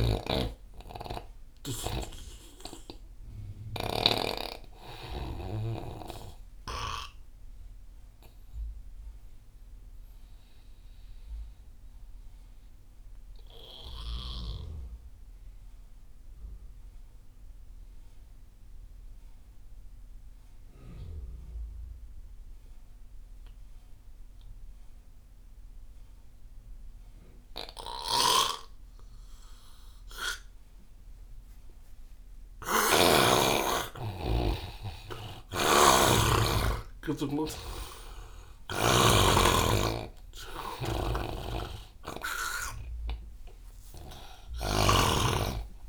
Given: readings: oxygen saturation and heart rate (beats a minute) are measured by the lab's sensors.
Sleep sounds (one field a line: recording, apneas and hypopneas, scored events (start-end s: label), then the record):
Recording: breathing in sleep by a room microphone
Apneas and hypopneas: 1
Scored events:
0.00-5.50 s: snoring (device-marked)
0.00-17.00 s: oxygen desaturation (device-marked, oxygen 90% lowest)
8.50-32.00 s: obstructive apnea (oxygen 99% before, 88% lowest)
27.00-45.89 s: oxygen desaturation (device-marked, oxygen 99% before, 88% lowest)
28.00-33.50 s: snoring (device-marked)
34.50-38.00 s: arousal
35.50-45.50 s: snoring (device-marked)
From the record:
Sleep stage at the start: N2 (light sleep)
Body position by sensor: on the right side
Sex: male